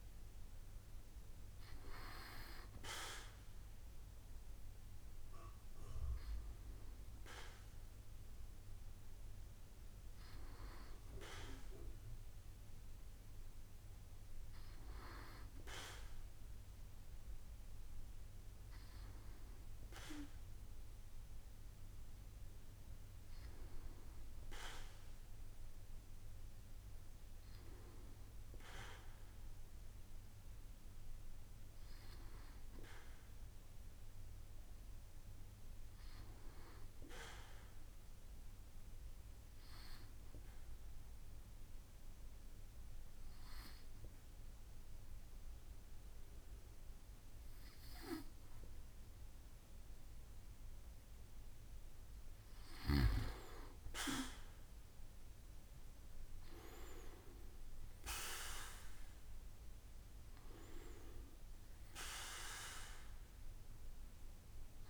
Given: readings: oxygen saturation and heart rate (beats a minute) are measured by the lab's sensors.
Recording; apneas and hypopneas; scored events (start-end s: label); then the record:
breathing in sleep by a room microphone; 1
25.50-29.50 s: arousal
39.00-52.00 s: obstructive apnea (oxygen 96% before, 94% lowest, heart rate 72 before, 66 extreme, up 6 after)
56.50-60.50 s: arousal
From the record:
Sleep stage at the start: N2 (light sleep); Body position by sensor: on the back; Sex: male